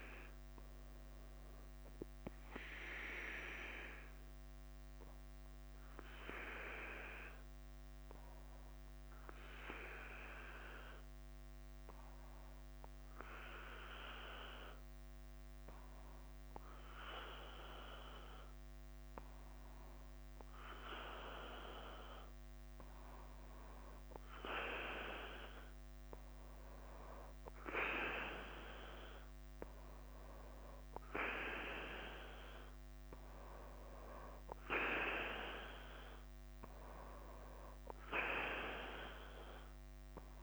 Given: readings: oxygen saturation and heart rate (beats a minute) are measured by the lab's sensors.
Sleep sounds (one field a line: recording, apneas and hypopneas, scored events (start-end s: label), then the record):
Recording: breathing in sleep by a microphone on the trachea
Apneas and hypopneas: 1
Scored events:
0.00-21.00 s: bradycardia (device-marked, heart rate 42 extreme)
5.50-21.50 s: obstructive apnea (oxygen 98% before, 95% lowest, heart rate 51 before, 45 extreme, up 12 after)
25.00-40.43 s: bradycardia (device-marked, heart rate 50 before, 44 extreme)
26.00-29.00 s: arousal
From the record:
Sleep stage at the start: N2 (light sleep)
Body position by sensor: on the back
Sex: male